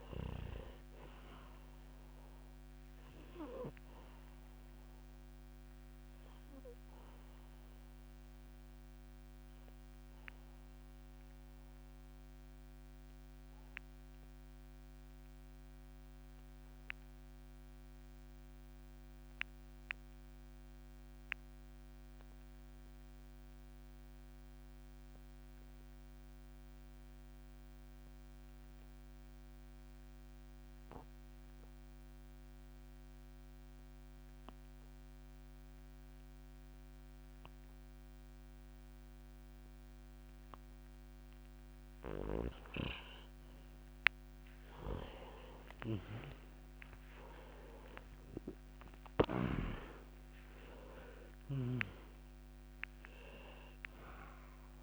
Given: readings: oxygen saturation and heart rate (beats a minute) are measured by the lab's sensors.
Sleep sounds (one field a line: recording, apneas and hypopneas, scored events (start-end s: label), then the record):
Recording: breathing in sleep by a microphone on the trachea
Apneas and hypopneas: 1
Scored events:
0.00-21.50 s: oxygen desaturation (device-marked, oxygen 89% lowest)
6.00-40.50 s: obstructive apnea (oxygen 97% before, 89% lowest)
41.50-54.83 s: oxygen desaturation (device-marked, oxygen 98% before, 89% lowest)
45.50-50.50 s: arousal
From the record:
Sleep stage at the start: REM sleep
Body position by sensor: on the back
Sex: male